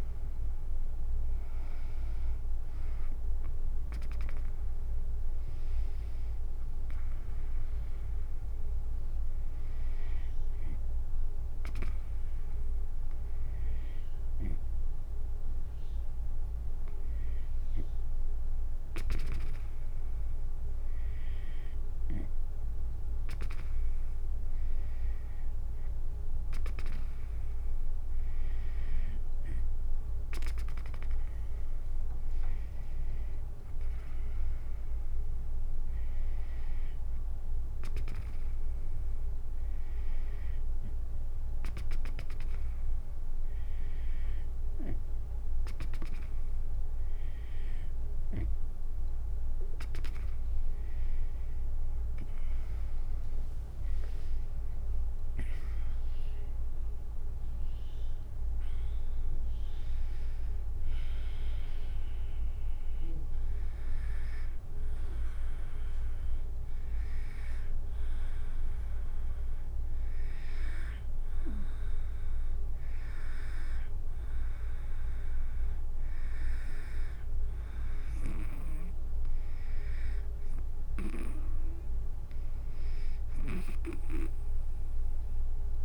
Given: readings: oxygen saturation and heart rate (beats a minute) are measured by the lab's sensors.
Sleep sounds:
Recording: breathing in sleep by a room microphone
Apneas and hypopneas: 1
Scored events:
0.00-5.50 s: drop in pulse transit time (device-marked, heart rate 73 extreme)
0.00-10.50 s: oxygen desaturation (device-marked, oxygen 93% lowest, heart rate 68 extreme)
52.50-64.50 s: drop in pulse transit time (device-marked, heart rate 73 before, 73 extreme)
55.50-59.50 s: arousal
65.50-78.00 s: hypopnea (oxygen 96% before, 94% lowest, heart rate 76 before, 70 extreme, up 7 after)
From the record:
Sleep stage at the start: N2 (light sleep)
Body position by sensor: on the right side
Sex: female

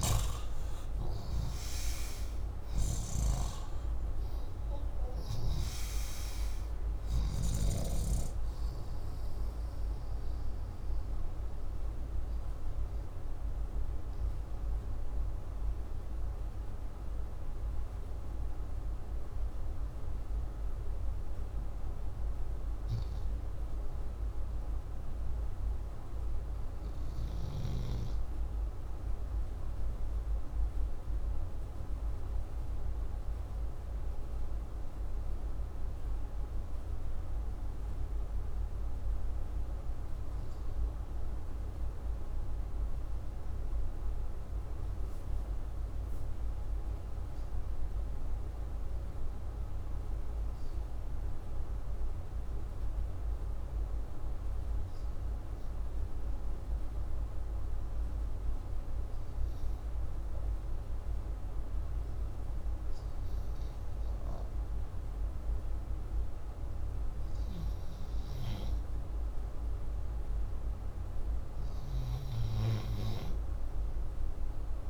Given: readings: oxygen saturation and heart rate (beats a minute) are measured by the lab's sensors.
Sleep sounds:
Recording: breathing in sleep, hard to hear, by a room microphone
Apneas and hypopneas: 2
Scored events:
10.50-22.00 s: obstructive apnea (oxygen 97% before, 92% lowest, heart rate 96 before, 71 extreme)
24.00-27.50 s: arousal
34.00-54.50 s: obstructive apnea (oxygen 95% before, 92% lowest)
56.50-61.50 s: arousal
From the record:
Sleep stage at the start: REM sleep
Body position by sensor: upright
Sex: male

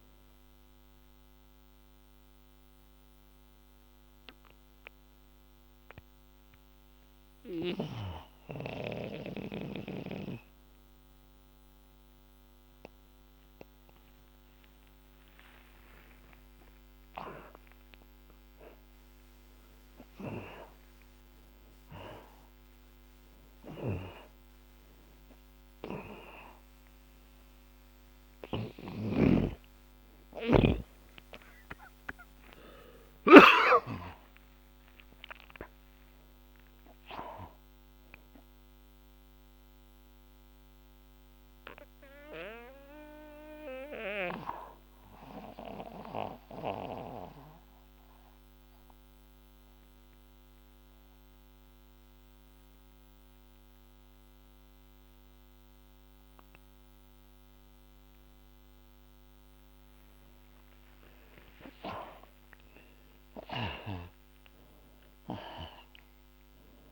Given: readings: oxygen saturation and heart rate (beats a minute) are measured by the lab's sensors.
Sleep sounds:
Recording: breathing in sleep by a microphone on the trachea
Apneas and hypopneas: 2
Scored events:
2.00-19.00 s: oxygen desaturation (device-marked, oxygen 97% before, 78% lowest, heart rate 86 before, 83 extreme)
2.50-17.50 s: mixed apnea (oxygen 97% before, 72% lowest, heart rate 86 before, 83 extreme, up 30 after)
19.00-24.00 s: arousal
26.00-28.00 s: oxygen desaturation (device-marked, oxygen 97% before, 89% lowest, heart rate 126 before, 57 extreme)
29.00-34.00 s: snoring (device-marked)
33.00-38.00 s: oxygen desaturation (device-marked, oxygen 94% before, 81% lowest, heart rate 117 before, 57 extreme)
40.00-59.50 s: obstructive apnea (oxygen 97% before, 72% lowest, heart rate 113 before, 57 extreme, up 31 after)
60.00-66.91 s: oxygen desaturation (device-marked, oxygen 96% before, 72% lowest, heart rate 84 before, 57 extreme)
61.50-66.91 s: arousal
From the record:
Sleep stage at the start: N2 (light sleep)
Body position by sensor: on the back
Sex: male

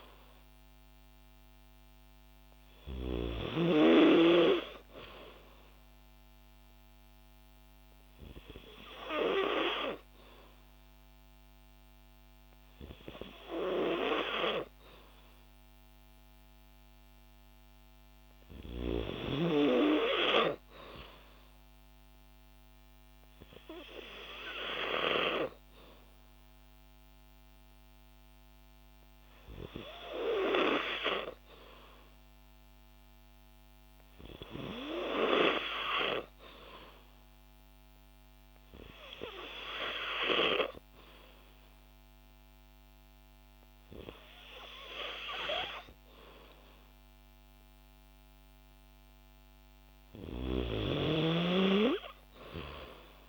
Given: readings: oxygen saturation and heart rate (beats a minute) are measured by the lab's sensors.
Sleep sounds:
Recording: breathing in sleep by a microphone on the trachea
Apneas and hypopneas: none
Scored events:
none scored
From the record:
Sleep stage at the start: N2 (light sleep)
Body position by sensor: on the back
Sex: female

